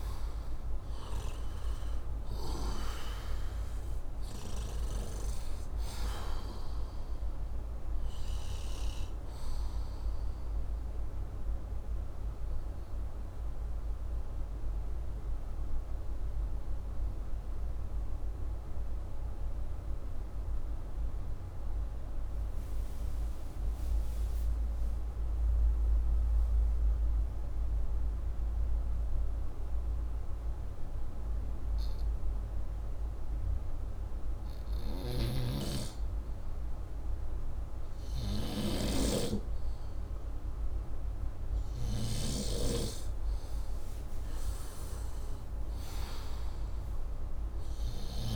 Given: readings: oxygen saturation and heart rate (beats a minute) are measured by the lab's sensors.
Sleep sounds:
breathing in sleep by a room microphone; 1
0.00-26.50 s: oxygen desaturation (device-marked, oxygen 89% lowest, heart rate 59 extreme)
20.50-35.00 s: hypopnea (oxygen 99% before, 89% lowest, heart rate 63 before, 59 extreme, up 0 after)
35.00-42.00 s: snoring (device-marked)
37.50-42.00 s: arousal
46.50-48.36 s: oxygen desaturation (device-marked, oxygen 98% before, 89% lowest, heart rate 63 before, 61 extreme)
From the record:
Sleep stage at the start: N2 (light sleep); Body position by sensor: upright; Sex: male

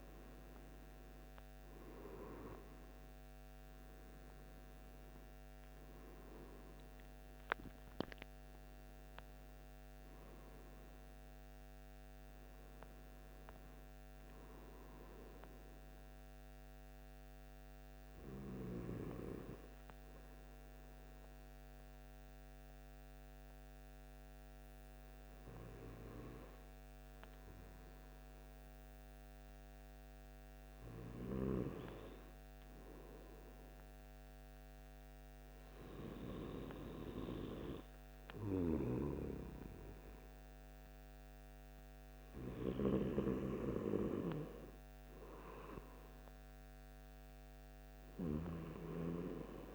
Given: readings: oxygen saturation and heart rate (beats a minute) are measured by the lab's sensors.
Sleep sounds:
breathing in sleep by a microphone on the trachea; 1
0.00-2.00 s: arousal
18.00-30.50 s: hypopnea (oxygen 97% before, 95% lowest, heart rate 65 before, 56 extreme, up 7 after)
33.50-36.00 s: arousal
From the record:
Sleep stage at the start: N2 (light sleep); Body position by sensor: on the right side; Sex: male

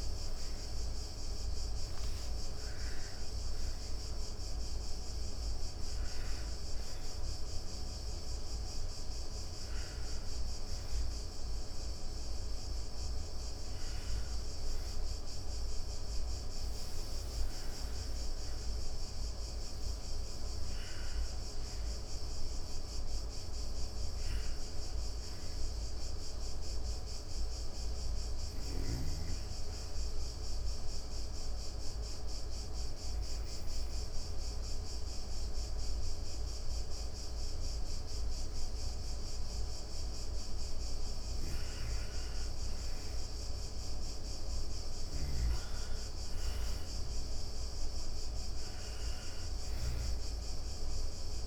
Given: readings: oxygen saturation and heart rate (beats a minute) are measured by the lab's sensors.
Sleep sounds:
a person partly awake in a sleep study, hard to hear, by a room microphone; 1
0.00-9.00 s: oxygen desaturation (device-marked, oxygen 54% lowest, heart rate 79 extreme)
15.00-45.00 s: new sleep stage, N1 (lightest sleep)
29.50-40.50 s: obstructive apnea (oxygen 99% before, 82% lowest, heart rate 151 before, 108 extreme, up 3 after)
42.00-45.00 s: arousal
44.00-51.47 s: oxygen desaturation (device-marked, oxygen 97% before, 91% lowest, heart rate 162 before, 99 extreme)
45.00-51.47 s: new sleep stage, N2 (light sleep)
From the record:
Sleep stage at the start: awake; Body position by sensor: on the back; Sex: female

